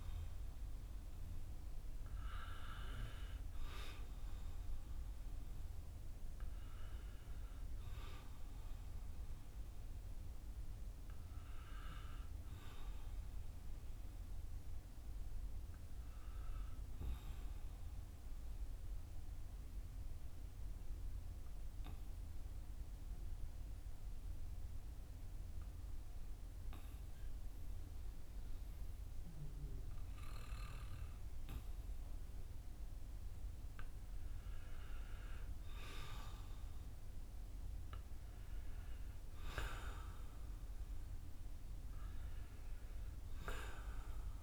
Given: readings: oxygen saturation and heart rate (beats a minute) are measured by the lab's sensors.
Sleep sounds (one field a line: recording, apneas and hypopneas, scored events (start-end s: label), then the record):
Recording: breathing in sleep by a room microphone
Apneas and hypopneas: 1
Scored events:
0.00-22.50 s: oxygen desaturation (device-marked, oxygen 92% lowest, heart rate 50 extreme)
8.50-44.43 s: new sleep stage, N2 (light sleep)
16.00-34.00 s: obstructive apnea (oxygen 96% before, 91% lowest, heart rate 57 before, 50 extreme, up 10 after)
35.50-39.00 s: arousal
From the record:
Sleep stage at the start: N1 (lightest sleep)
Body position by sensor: on the back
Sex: male